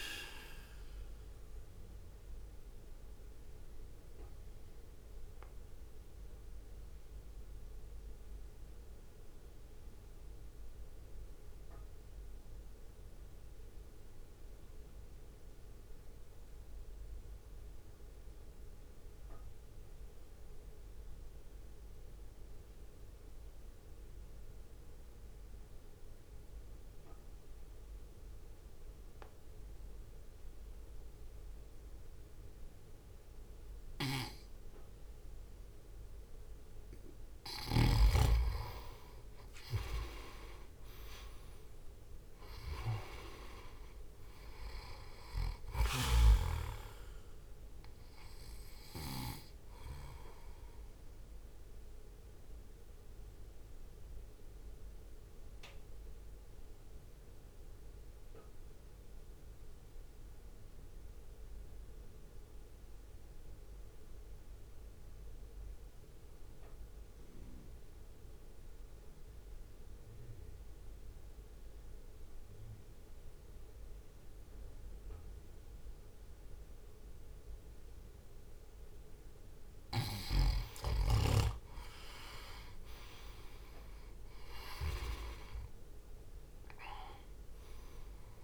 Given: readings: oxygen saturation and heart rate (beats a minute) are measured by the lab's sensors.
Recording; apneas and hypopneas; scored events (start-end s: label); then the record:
breathing in sleep by a room microphone; 2
0.00-5.00 s: drop in pulse transit time (device-marked, heart rate 54 extreme)
2.00-36.00 s: mixed apnea (oxygen 98% before, 87% lowest, heart rate 57 before, 53 extreme, up 0 after)
8.00-23.00 s: oxygen desaturation (device-marked, oxygen 94% before, 87% lowest, heart rate 57 before, 56 extreme)
35.00-54.00 s: drop in pulse transit time (device-marked, heart rate 60 before, 53 extreme)
36.00-42.00 s: oxygen desaturation (device-marked, oxygen 98% before, 93% lowest, heart rate 60 before, 53 extreme)
39.50-44.00 s: arousal
50.50-79.50 s: mixed apnea (oxygen 98% before, 90% lowest, heart rate 59 before, 50 extreme, up 4 after)
60.00-72.00 s: oxygen desaturation (device-marked, oxygen 94% before, 90% lowest, heart rate 56 before, 50 extreme)
84.00-88.43 s: oxygen desaturation (device-marked, oxygen 97% before, 91% lowest, heart rate 61 before, 50 extreme)
84.50-88.43 s: arousal
85.00-88.43 s: drop in pulse transit time (device-marked, heart rate 61 before, 50 extreme)
From the record:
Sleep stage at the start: N2 (light sleep); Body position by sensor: on the right side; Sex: male